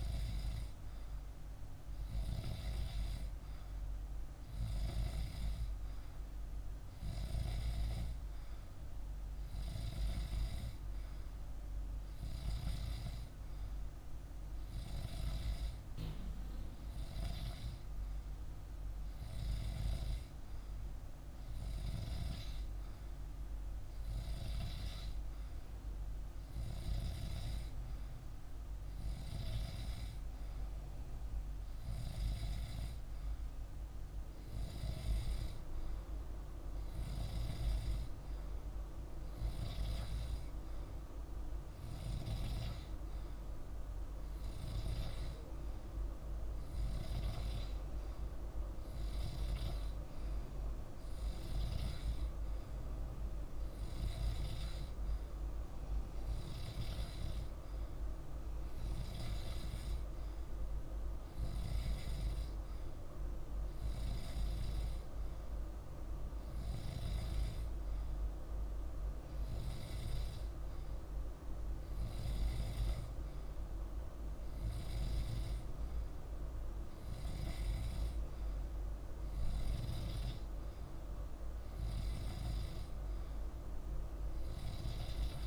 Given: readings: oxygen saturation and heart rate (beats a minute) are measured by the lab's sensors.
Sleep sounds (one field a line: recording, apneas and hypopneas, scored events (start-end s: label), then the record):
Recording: breathing in sleep by a room microphone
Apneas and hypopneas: none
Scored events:
none scored
From the record:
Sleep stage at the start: N2 (light sleep)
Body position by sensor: on the back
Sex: male